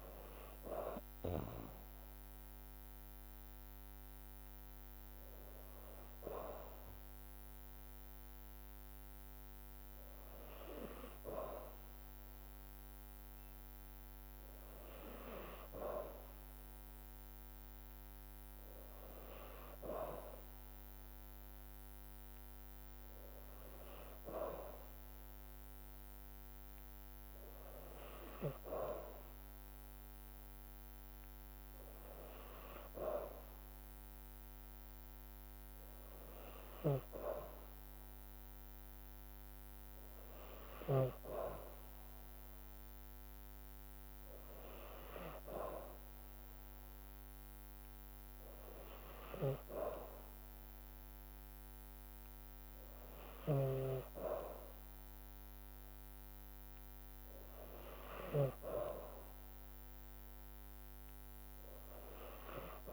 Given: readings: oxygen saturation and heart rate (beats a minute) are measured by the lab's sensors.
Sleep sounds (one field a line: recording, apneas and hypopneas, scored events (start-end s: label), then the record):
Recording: breathing in sleep by a microphone on the trachea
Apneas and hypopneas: none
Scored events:
53.00-58.50 s: snoring (device-marked)
From the record:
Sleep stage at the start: N2 (light sleep)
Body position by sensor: on the back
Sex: female